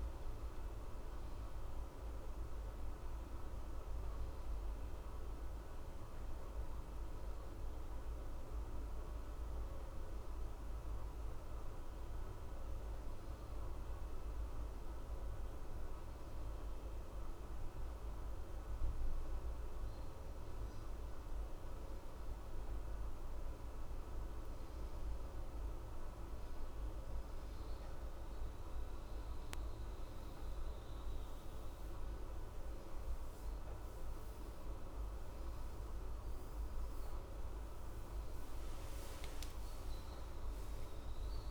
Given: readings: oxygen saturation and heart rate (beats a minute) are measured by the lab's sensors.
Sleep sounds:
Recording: breathing in sleep, hard to hear, by a room microphone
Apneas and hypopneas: none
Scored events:
39.50-41.50 s: arousal
From the record:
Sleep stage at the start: N1 (lightest sleep)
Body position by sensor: on the left side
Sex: male

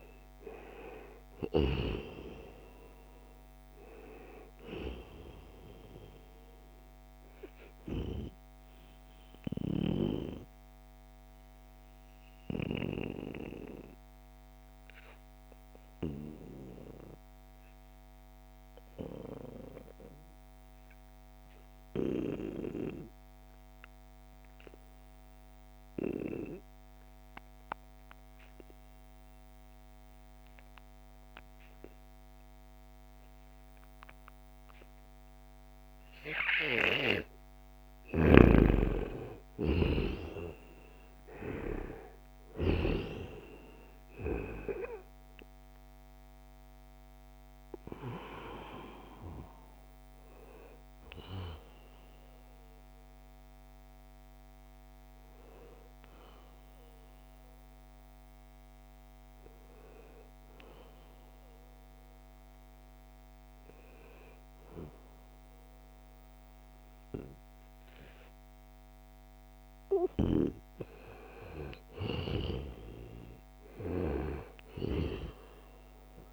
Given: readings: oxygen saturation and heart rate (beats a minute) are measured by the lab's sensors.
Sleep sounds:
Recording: breathing in sleep by a microphone on the trachea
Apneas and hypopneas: 2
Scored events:
0.00-14.50 s: oxygen desaturation (device-marked, oxygen 90% lowest, heart rate 65 extreme)
5.50-35.50 s: obstructive apnea (oxygen 98% before, 88% lowest, heart rate 73 before, 65 extreme, up 3 after)
32.50-63.50 s: oxygen desaturation (device-marked, oxygen 97% before, 88% lowest, heart rate 70 before, 65 extreme)
37.50-41.00 s: arousal
51.00-69.00 s: hypopnea (oxygen 97% before, 88% lowest, heart rate 69 before, 71 extreme, up 3 after)
70.50-74.50 s: arousal
From the record:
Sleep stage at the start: N2 (light sleep)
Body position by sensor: on the back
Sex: male

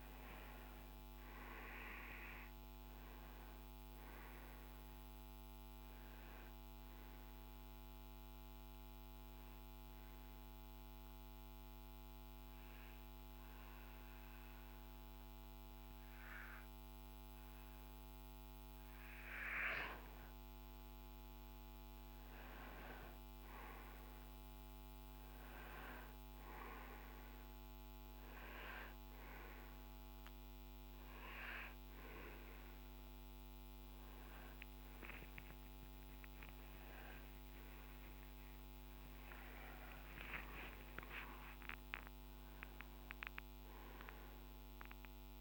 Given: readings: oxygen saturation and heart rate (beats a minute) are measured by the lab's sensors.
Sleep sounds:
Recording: breathing in sleep by a microphone on the trachea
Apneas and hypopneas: 1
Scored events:
0.00-6.50 s: oxygen desaturation (device-marked, oxygen 93% lowest, heart rate 55 extreme)
6.50-19.00 s: obstructive apnea (oxygen 96% before, 91% lowest, heart rate 63 before, 55 extreme, up 13 after)
21.50-25.00 s: arousal
26.50-39.50 s: oxygen desaturation (device-marked, oxygen 97% before, 91% lowest, heart rate 61 before, 54 extreme)
39.00-43.50 s: arousal
From the record:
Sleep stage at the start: N2 (light sleep)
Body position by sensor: on the right side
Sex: male

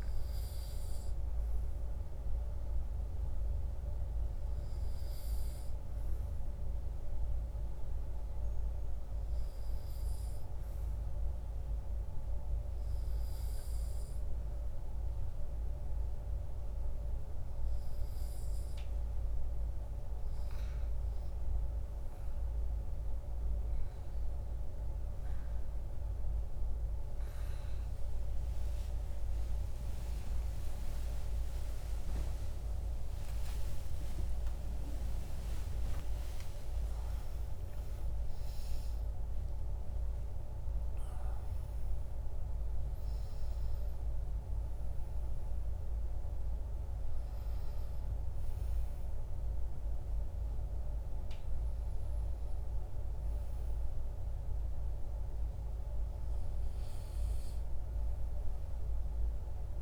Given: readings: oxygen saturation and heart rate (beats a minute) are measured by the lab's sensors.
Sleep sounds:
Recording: breathing in sleep, hard to hear, by a room microphone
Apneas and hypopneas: none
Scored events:
29.50-37.50 s: arousal
From the record:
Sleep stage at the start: N2 (light sleep)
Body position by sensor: on the right side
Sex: male

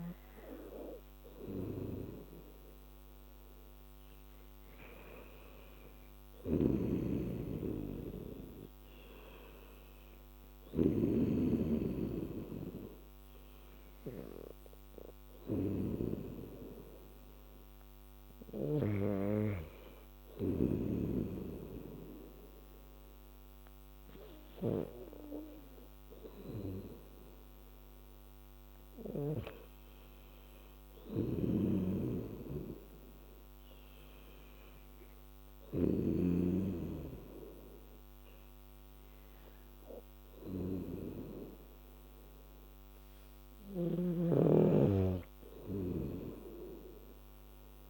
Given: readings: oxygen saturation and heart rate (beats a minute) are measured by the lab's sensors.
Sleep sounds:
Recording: breathing in sleep by a microphone on the trachea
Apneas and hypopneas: none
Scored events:
6.50-19.00 s: snoring (device-marked)
31.50-47.90 s: snoring (device-marked)
From the record:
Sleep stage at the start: N2 (light sleep)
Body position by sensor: on the back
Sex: female

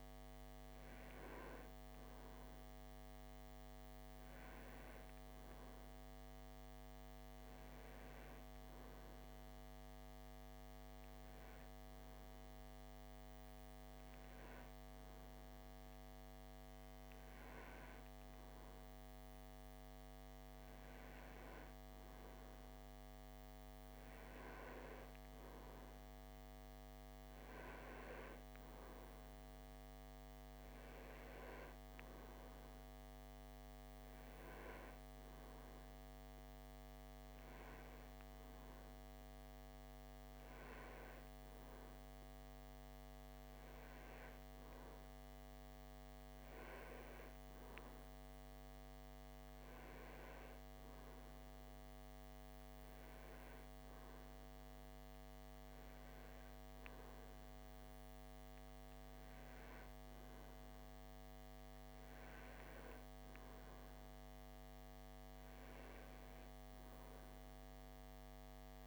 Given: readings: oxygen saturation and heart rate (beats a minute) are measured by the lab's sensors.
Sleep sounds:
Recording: breathing in sleep, hard to hear, by a microphone on the trachea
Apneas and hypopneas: none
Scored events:
none scored
From the record:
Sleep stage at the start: N2 (light sleep)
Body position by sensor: on the back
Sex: male

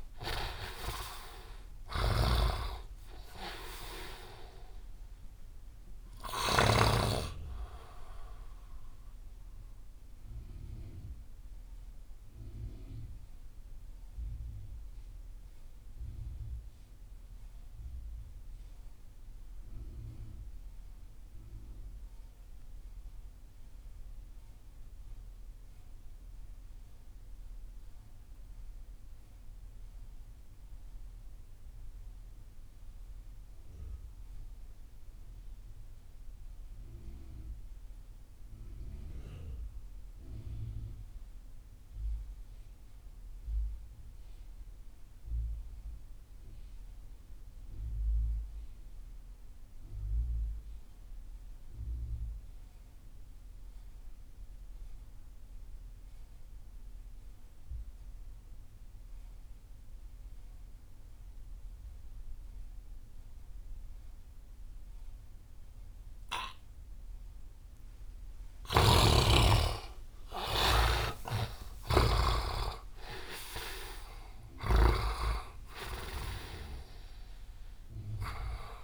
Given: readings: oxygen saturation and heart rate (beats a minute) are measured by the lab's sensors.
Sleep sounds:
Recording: breathing in sleep by a room microphone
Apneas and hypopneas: 1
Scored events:
0.00-1.50 s: arousal
0.00-7.00 s: snoring (device-marked)
0.00-23.00 s: oxygen desaturation (device-marked, oxygen 57% lowest)
9.50-67.50 s: mixed apnea (oxygen 88% before, 51% lowest)
25.00-78.84 s: oxygen desaturation (device-marked, oxygen 100% before, 51% lowest)
68.50-72.50 s: snoring (device-marked)
69.50-73.50 s: arousal
From the record:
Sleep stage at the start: REM sleep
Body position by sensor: on the right side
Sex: male

